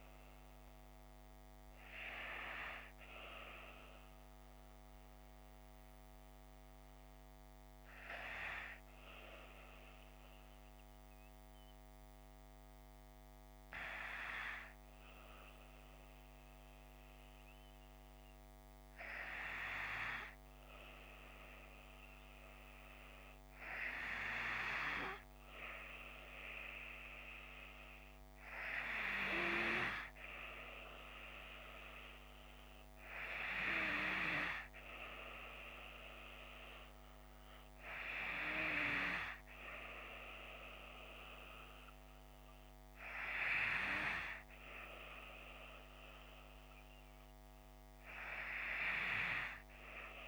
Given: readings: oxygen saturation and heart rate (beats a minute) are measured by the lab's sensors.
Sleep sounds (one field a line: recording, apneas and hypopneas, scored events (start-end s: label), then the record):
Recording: breathing in sleep by a microphone on the trachea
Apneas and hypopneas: 1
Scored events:
7.00-22.00 s: hypopnea (oxygen 94% before, 93% lowest)
24.50-28.00 s: arousal
From the record:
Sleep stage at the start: N2 (light sleep)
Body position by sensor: on the left side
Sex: female